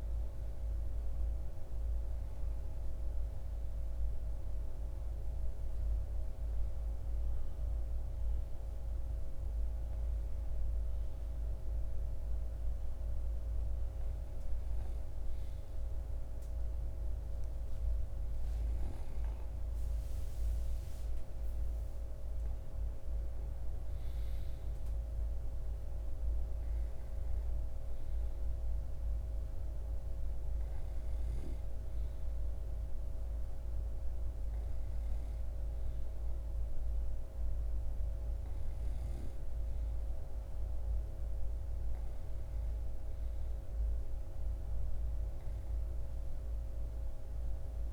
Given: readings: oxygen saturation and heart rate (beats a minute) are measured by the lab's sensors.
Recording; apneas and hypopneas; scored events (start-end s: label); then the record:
breathing in sleep, hard to hear, by a room microphone; none
none scored
From the record:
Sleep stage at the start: N2 (light sleep); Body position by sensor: on the right side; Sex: male